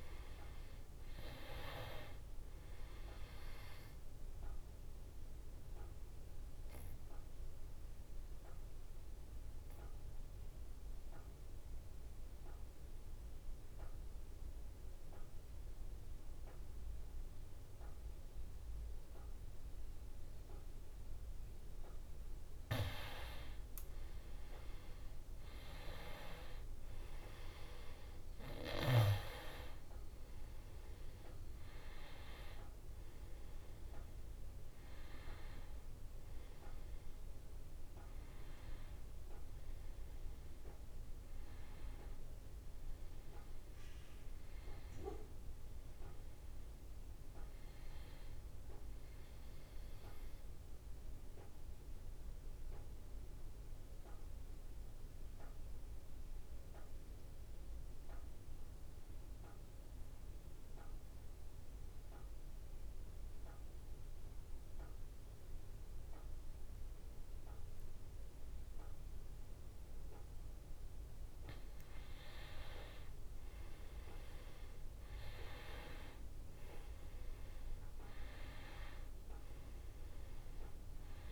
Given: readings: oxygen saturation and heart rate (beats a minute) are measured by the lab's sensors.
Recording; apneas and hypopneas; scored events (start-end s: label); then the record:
breathing in sleep by a room microphone; 2
0.00-18.00 s: oxygen desaturation (device-marked, oxygen 97% before, 91% lowest, heart rate 61 before, 61 extreme)
4.50-21.00 s: obstructive apnea (oxygen 98% before, 91% lowest, heart rate 62 before, 61 extreme, up 4 after)
23.50-26.50 s: arousal
28.00-53.00 s: oxygen desaturation (device-marked, oxygen 96% before, 91% lowest, heart rate 63 before, 63 extreme)
50.50-69.50 s: obstructive apnea (oxygen 96% before, 89% lowest, heart rate 69 before, 63 extreme, up 6 after)
69.00-81.31 s: oxygen desaturation (device-marked, oxygen 98% before, 89% lowest, heart rate 65 before, 61 extreme)
71.50-76.00 s: arousal
From the record:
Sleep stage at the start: N2 (light sleep); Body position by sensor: on the back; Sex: male